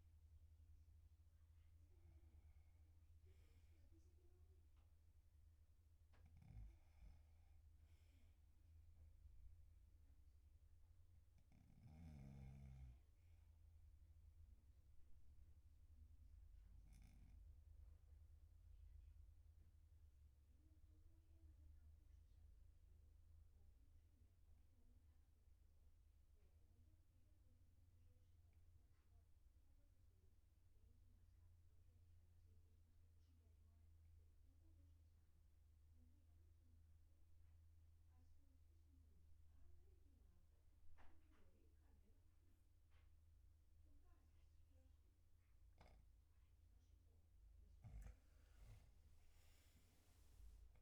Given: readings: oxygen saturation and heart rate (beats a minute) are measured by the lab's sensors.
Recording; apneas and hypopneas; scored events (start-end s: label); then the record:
breathing in sleep, hard to hear, by a room microphone; 1
14.50-46.50 s: obstructive apnea (oxygen 99% before, 93% lowest, heart rate 46 before, 36 extreme, up 11 after)
49.50-50.82 s: arousal
From the record:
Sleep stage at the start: N2 (light sleep); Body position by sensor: on the back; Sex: male